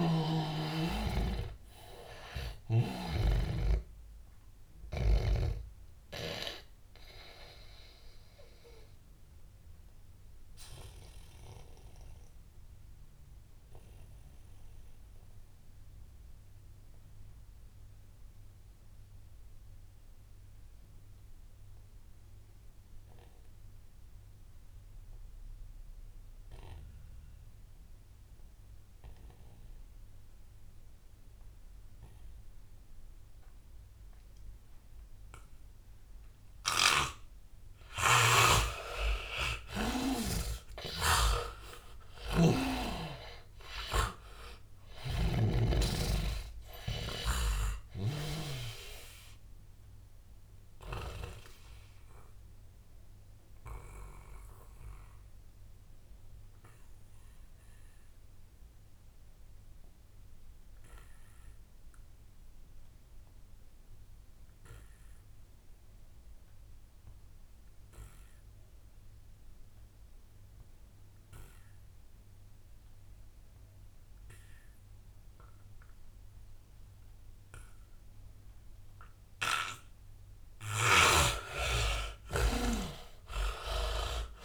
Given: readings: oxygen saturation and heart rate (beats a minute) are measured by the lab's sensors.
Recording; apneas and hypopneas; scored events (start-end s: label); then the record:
breathing in sleep by a room microphone; 2
0.00-3.50 s: snoring (device-marked)
0.00-24.50 s: oxygen desaturation (device-marked, oxygen 78% lowest, heart rate 73 extreme)
6.50-37.00 s: obstructive apnea (oxygen 99% before, 77% lowest, heart rate 84 before, 73 extreme, up 14 after)
32.50-62.50 s: oxygen desaturation (device-marked, oxygen 99% before, 77% lowest, heart rate 77 before, 76 extreme)
38.00-48.50 s: snoring (device-marked)
39.00-43.00 s: arousal
49.00-80.00 s: obstructive apnea (oxygen 99% before, 76% lowest, heart rate 82 before, 76 extreme, up 15 after)
76.50-84.45 s: oxygen desaturation (device-marked, oxygen 100% before, 76% lowest, heart rate 81 before, 73 extreme)
81.00-84.45 s: snoring (device-marked)
82.00-84.45 s: arousal
From the record:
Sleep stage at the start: N2 (light sleep); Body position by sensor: on the back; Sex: male